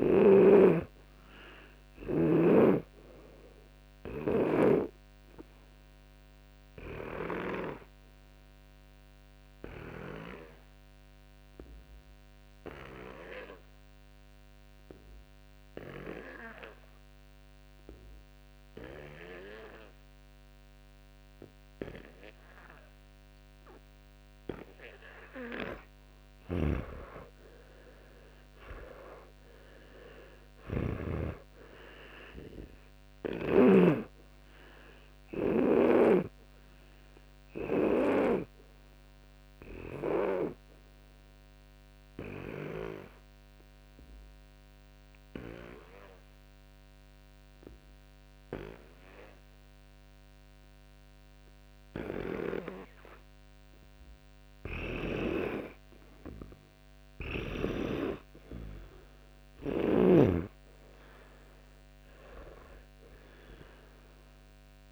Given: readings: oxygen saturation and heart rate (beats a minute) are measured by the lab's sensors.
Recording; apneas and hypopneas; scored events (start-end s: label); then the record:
breathing in sleep by a microphone on the trachea; 2
0.00-1.50 s: oxygen desaturation (device-marked, oxygen 96% lowest, heart rate 48 extreme)
3.50-11.50 s: oxygen desaturation (device-marked, oxygen 99% before, 93% lowest, heart rate 91 before, 48 extreme)
5.00-25.50 s: obstructive apnea (oxygen 99% before, 92% lowest, heart rate 94 before, 28 extreme)
17.50-27.50 s: oxygen desaturation (device-marked, oxygen 95% before, 92% lowest, heart rate 86 before, 28 extreme)
26.50-34.00 s: snoring (device-marked)
28.00-31.00 s: arousal
37.50-44.50 s: oxygen desaturation (device-marked, oxygen 99% before, 93% lowest, heart rate 79 before, 29 extreme)
39.00-56.00 s: obstructive apnea (oxygen 99% before, 92% lowest, heart rate 80 before, 29 extreme, up 40 after)
51.50-61.50 s: oxygen desaturation (device-marked, oxygen 95% before, 92% lowest, heart rate 66 before, 30 extreme)
58.00-61.00 s: arousal
59.50-64.92 s: snoring (device-marked)
From the record:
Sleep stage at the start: N2 (light sleep); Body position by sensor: on the back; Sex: male